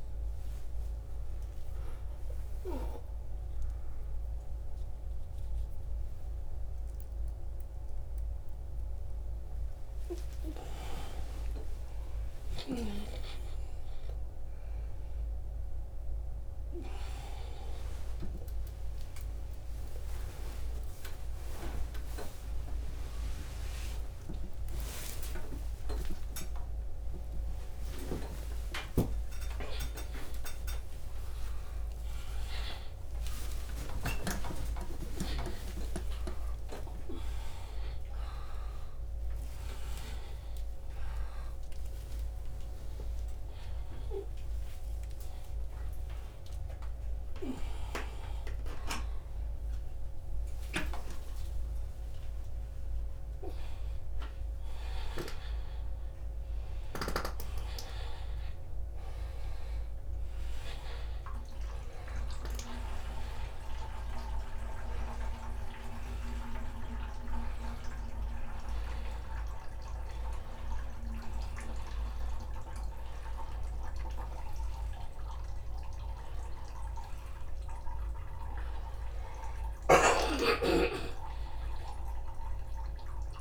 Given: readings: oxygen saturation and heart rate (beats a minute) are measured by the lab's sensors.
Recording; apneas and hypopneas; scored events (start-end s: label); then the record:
a person awake in a sleep study, by a room microphone; none
1.50-3.50 s: long interval between heartbeats (device-marked, heart rate 82 before, 88 extreme)
19.50-21.50 s: long interval between heartbeats (device-marked, heart rate 85 before, 96 extreme)
24.00-26.00 s: long interval between heartbeats (device-marked, heart rate 91 before, 128 extreme)
27.00-29.00 s: long interval between heartbeats (device-marked, heart rate 97 before, 124 extreme)
30.50-32.50 s: long interval between heartbeats (device-marked, heart rate 103 before, 118 extreme)
32.50-34.50 s: long interval between heartbeats (device-marked, heart rate 107 before, 109 extreme)
37.00-39.00 s: long interval between heartbeats (device-marked, heart rate 118 before, 137 extreme)
39.50-41.50 s: long interval between heartbeats (device-marked, heart rate 123 before, 116 extreme)
41.50-43.50 s: long interval between heartbeats (device-marked, heart rate 124 before, 114 extreme)
51.00-53.00 s: long interval between heartbeats (device-marked, heart rate 118 before, 119 extreme)
55.50-57.50 s: long interval between heartbeats (device-marked, heart rate 122 before, 132 extreme)
58.00-64.00 s: bradycardia (device-marked)
62.00-64.00 s: long interval between heartbeats (device-marked, heart rate 117 before, 27 extreme)
66.50-68.50 s: long interval between heartbeats (device-marked, heart rate 102 before, 50 extreme)
73.00-76.00 s: bradycardia (device-marked, heart rate 80 before, 85 extreme)
80.50-82.50 s: long interval between heartbeats (device-marked, heart rate 65 before, 81 extreme)
From the record:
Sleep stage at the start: awake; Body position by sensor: upright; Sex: male